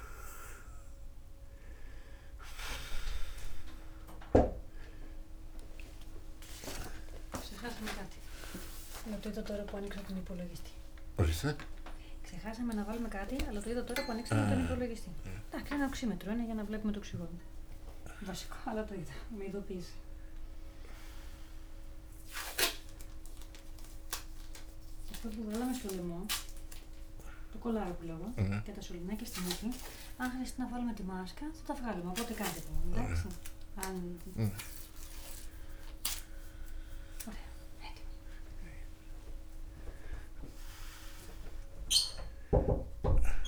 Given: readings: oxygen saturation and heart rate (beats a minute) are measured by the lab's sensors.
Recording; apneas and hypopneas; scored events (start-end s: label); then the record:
a person awake in a sleep study, by a room microphone; none
none scored
From the record:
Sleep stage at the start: awake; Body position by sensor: on the back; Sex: male